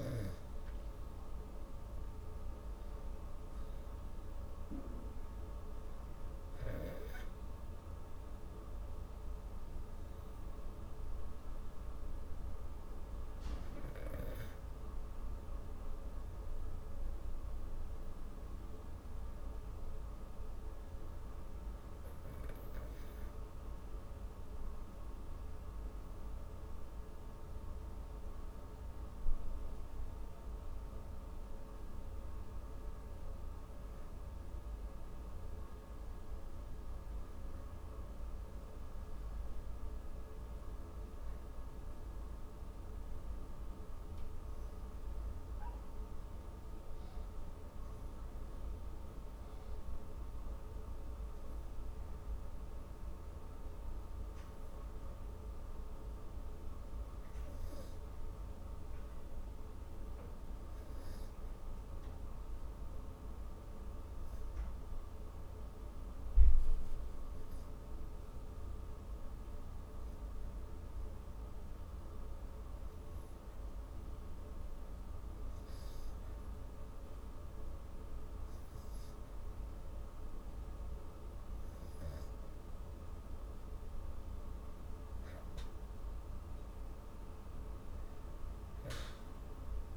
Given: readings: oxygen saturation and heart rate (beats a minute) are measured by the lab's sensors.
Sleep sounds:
breathing in sleep, hard to hear, by a room microphone; 1
0.00-10.50 s: oxygen desaturation (device-marked, oxygen 87% lowest)
23.00-28.00 s: arousal
41.00-83.00 s: hypopnea (oxygen 93% before, 88% lowest)
57.50-81.50 s: oxygen desaturation (device-marked, oxygen 96% before, 88% lowest)
87.50-89.97 s: arousal
From the record:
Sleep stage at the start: REM sleep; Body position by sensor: on the back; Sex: female

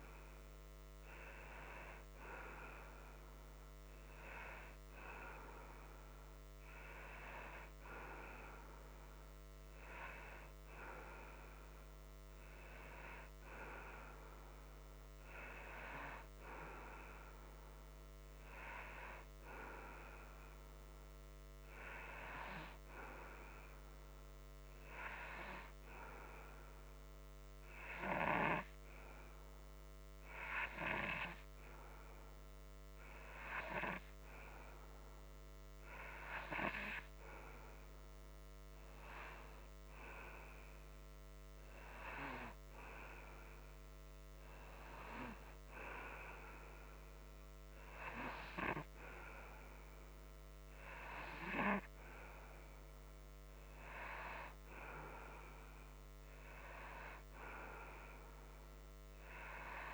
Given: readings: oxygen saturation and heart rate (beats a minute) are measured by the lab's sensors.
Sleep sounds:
breathing in sleep by a microphone on the trachea; 1
26.50-39.00 s: hypopnea (oxygen 92% before, 90% lowest)
41.00-44.50 s: arousal
From the record:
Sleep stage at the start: N2 (light sleep); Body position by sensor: upright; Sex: male

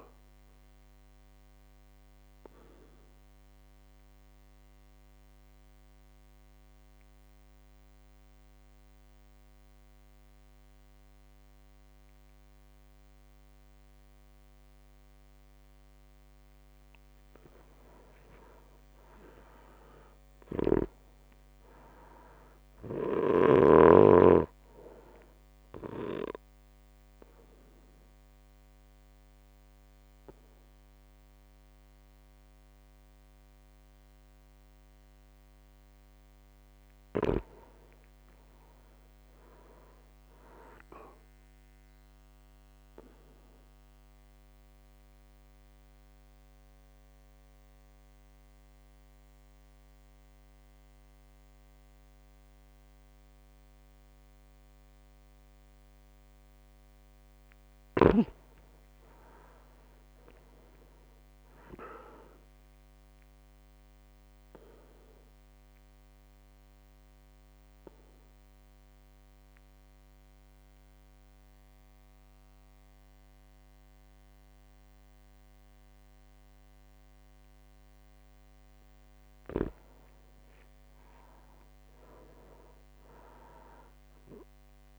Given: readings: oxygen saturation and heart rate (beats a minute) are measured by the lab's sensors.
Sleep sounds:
breathing in sleep by a microphone on the trachea; 4
2.00-15.50 s: obstructive apnea (oxygen 100% before, 95% lowest, heart rate 59 before, 56 extreme, up 3 after)
17.50-21.00 s: arousal
25.50-36.50 s: obstructive apnea (oxygen 99% before, 95% lowest, heart rate 59 before, 56 extreme, up 4 after)
37.50-40.00 s: arousal
38.00-52.00 s: drop in pulse transit time (device-marked, heart rate 59 before, 56 extreme)
42.00-56.50 s: obstructive apnea (oxygen 98% before, 96% lowest, heart rate 58 before, 54 extreme, up 5 after)
58.50-61.50 s: arousal
64.00-79.00 s: obstructive apnea (oxygen 99% before, 96% lowest, heart rate 58 before, 54 extreme, up 26 after)
80.50-83.50 s: arousal
81.00-83.00 s: long interval between heartbeats (device-marked, heart rate 59 before, 77 extreme)
From the record:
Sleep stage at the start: REM sleep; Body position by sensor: on the back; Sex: male

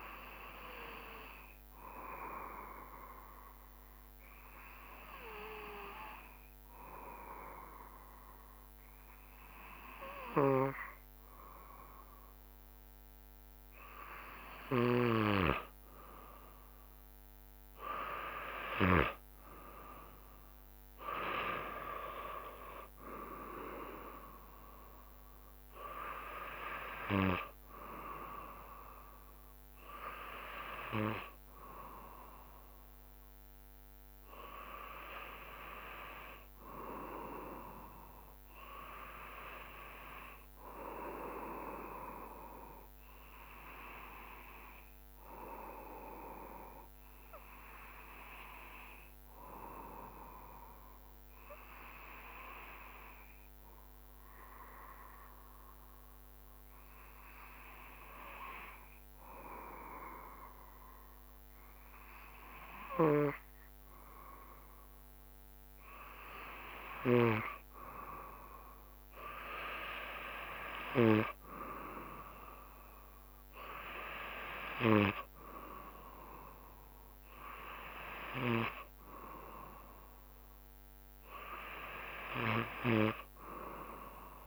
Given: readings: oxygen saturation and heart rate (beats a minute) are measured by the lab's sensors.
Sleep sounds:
breathing in sleep by a microphone on the trachea; 2
0.50-14.00 s: obstructive apnea (oxygen 94% before, 92% lowest, heart rate 69 before, 68 extreme, up 3 after)
14.50-28.50 s: drop in pulse transit time (device-marked, heart rate 69 before, 70 extreme)
20.50-24.00 s: arousal
46.50-63.00 s: obstructive apnea (oxygen 95% before, 92% lowest, heart rate 70 before, 69 extreme, up 1 after)
67.50-81.50 s: drop in pulse transit time (device-marked, heart rate 69 before, 70 extreme)
68.00-71.50 s: arousal
From the record:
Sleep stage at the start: N2 (light sleep); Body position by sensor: on the back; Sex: male

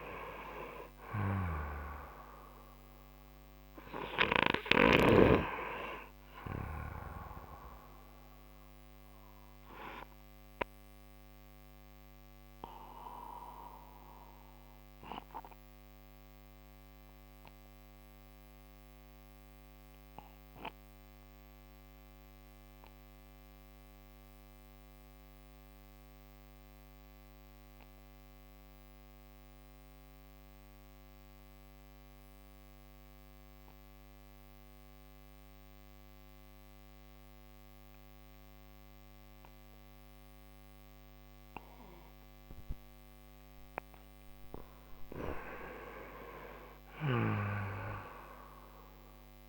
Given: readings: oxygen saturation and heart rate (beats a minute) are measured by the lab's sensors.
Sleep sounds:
breathing in sleep by a microphone on the trachea; 1
0.00-2.00 s: arousal
0.00-28.00 s: oxygen desaturation (device-marked, oxygen 89% lowest)
8.00-44.50 s: obstructive apnea (oxygen 98% before, 88% lowest)
46.00-49.49 s: arousal
47.00-49.49 s: oxygen desaturation (device-marked, oxygen 96% before, 88% lowest)
47.00-49.49 s: snoring (device-marked)
From the record:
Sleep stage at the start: N2 (light sleep); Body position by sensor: on the right side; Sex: male

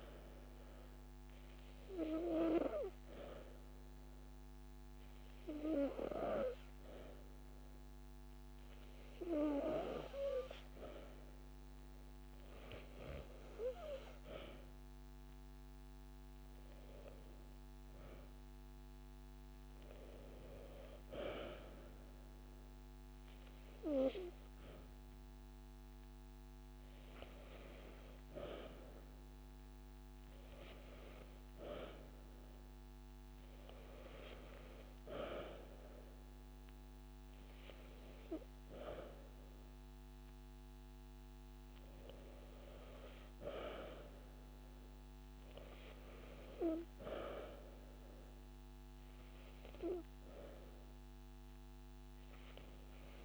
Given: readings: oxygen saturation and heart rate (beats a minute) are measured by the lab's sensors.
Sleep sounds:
breathing in sleep by a microphone on the trachea; 1
1.00-12.00 s: hypopnea (oxygen 96% before, 94% lowest)
17.00-21.50 s: arousal
From the record:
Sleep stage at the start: N2 (light sleep); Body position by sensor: on the back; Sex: female

